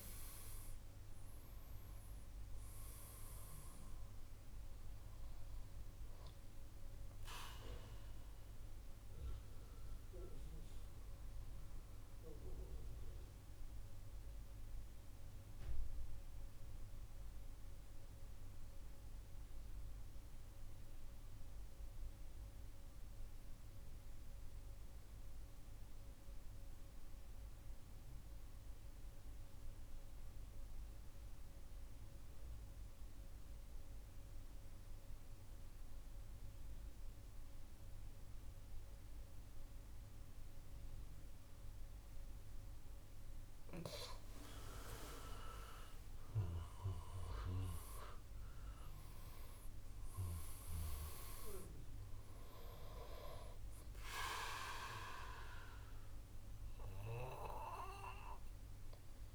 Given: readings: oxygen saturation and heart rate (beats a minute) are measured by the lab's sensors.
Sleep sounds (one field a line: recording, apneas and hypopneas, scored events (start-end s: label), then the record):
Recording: breathing in sleep by a room microphone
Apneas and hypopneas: 1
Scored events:
0.00-18.50 s: oxygen desaturation (device-marked, oxygen 91% lowest, heart rate 58 extreme)
12.00-43.50 s: mixed apnea (oxygen 98% before, 89% lowest, heart rate 70 before, 47 extreme, up 4 after)
37.50-59.35 s: oxygen desaturation (device-marked, oxygen 98% before, 89% lowest, heart rate 63 before, 47 extreme)
46.50-51.00 s: arousal
From the record:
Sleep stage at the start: N2 (light sleep)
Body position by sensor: on the right side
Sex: male